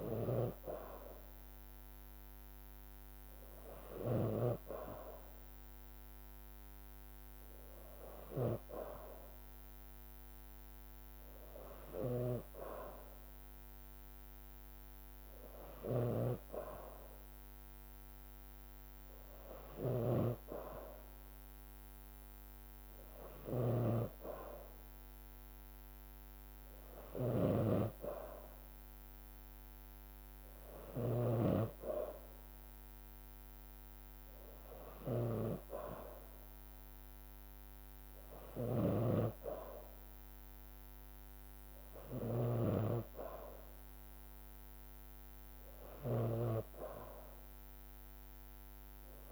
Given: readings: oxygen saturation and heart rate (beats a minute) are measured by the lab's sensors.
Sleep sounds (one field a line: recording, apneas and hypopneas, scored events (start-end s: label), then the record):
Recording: breathing in sleep by a microphone on the trachea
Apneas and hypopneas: none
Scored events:
0.00-4.50 s: snoring (device-marked)
23.50-49.32 s: snoring (device-marked)
From the record:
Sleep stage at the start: N2 (light sleep)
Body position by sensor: on the back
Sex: female